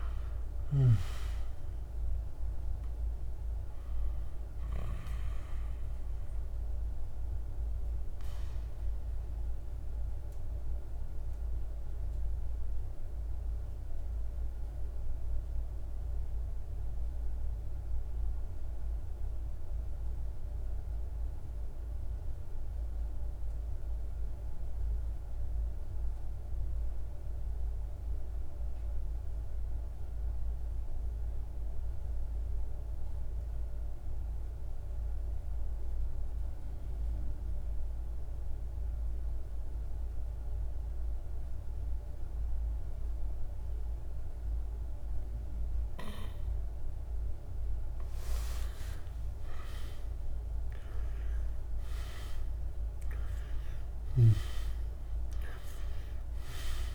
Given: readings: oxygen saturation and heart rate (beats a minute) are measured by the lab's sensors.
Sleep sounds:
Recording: breathing in sleep by a room microphone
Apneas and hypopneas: 1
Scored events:
0.00-17.50 s: oxygen desaturation (device-marked, oxygen 85% lowest, heart rate 46 extreme)
5.50-47.50 s: mixed apnea (oxygen 98% before, 85% lowest, heart rate 70 before, 47 extreme, up 38 after)
36.50-56.95 s: oxygen desaturation (device-marked, oxygen 99% before, 86% lowest, heart rate 49 before, 46 extreme)
48.50-52.50 s: arousal
From the record:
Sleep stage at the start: N2 (light sleep)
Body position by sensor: on the back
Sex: male

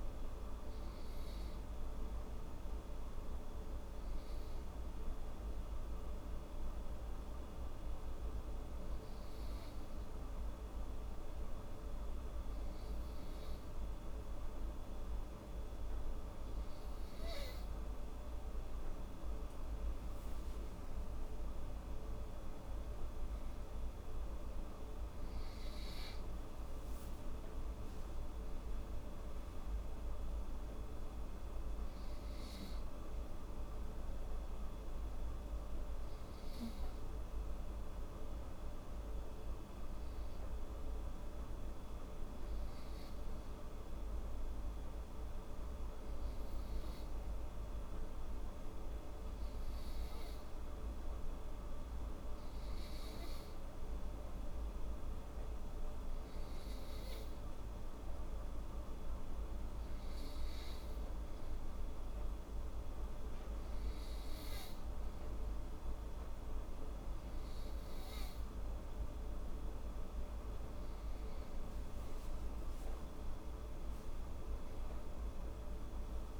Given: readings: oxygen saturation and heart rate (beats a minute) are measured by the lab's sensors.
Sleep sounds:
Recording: breathing in sleep, hard to hear, by a room microphone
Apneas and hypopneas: 2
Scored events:
2.50-18.00 s: hypopnea (oxygen 93% before, 91% lowest, heart rate 78 before, 75 extreme, up 7 after)
20.00-23.00 s: arousal
21.50-40.50 s: oxygen desaturation (device-marked, oxygen 96% before, 91% lowest, heart rate 77 before, 75 extreme)
37.00-60.00 s: hypopnea (oxygen 96% before, 91% lowest, heart rate 81 before, 76 extreme, up 1 after)
53.50-67.50 s: oxygen desaturation (device-marked, oxygen 96% before, 92% lowest, heart rate 77 before, 78 extreme)
61.50-65.00 s: arousal
From the record:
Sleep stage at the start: N2 (light sleep)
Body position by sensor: on the right side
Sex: female

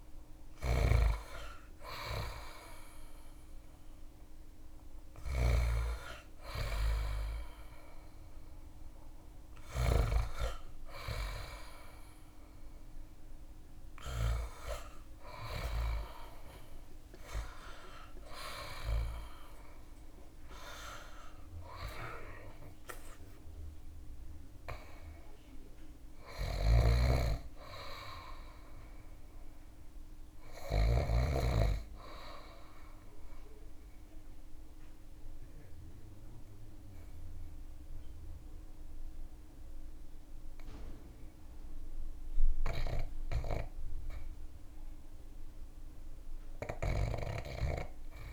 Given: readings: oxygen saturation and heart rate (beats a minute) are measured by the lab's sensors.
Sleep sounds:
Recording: breathing in sleep by a room microphone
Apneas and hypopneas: 1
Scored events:
0.00-5.50 s: oxygen desaturation (device-marked, oxygen 83% lowest)
0.00-9.00 s: snoring (device-marked)
20.00-24.00 s: arousal
25.50-30.00 s: snoring (device-marked)
32.00-44.00 s: obstructive apnea (oxygen 95% before, 86% lowest)
46.50-48.33 s: arousal
From the record:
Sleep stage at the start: REM sleep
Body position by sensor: on the back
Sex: male

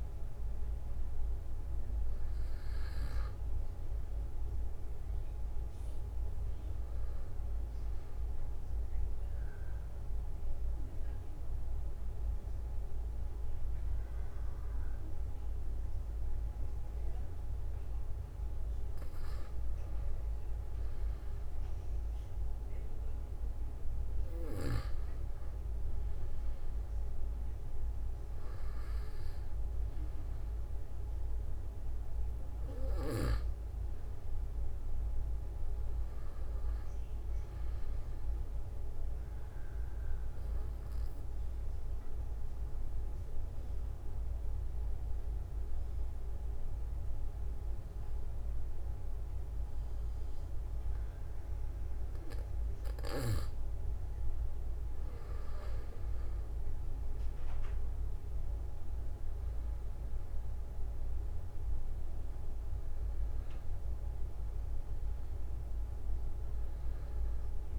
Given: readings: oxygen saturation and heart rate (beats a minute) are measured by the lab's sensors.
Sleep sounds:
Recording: breathing in sleep, hard to hear, by a room microphone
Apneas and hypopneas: 2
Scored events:
4.00-20.00 s: oxygen desaturation (device-marked, oxygen 95% before, 92% lowest, heart rate 47 before, 44 extreme)
8.50-19.00 s: obstructive apnea (oxygen 96% before, 92% lowest, heart rate 47 before, 44 extreme, up 2 after)
24.00-28.00 s: arousal
40.50-52.50 s: obstructive apnea (oxygen 97% before, 92% lowest, heart rate 46 before, 45 extreme, up 2 after)
55.00-60.00 s: arousal
From the record:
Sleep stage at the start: N2 (light sleep)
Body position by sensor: on the back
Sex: male

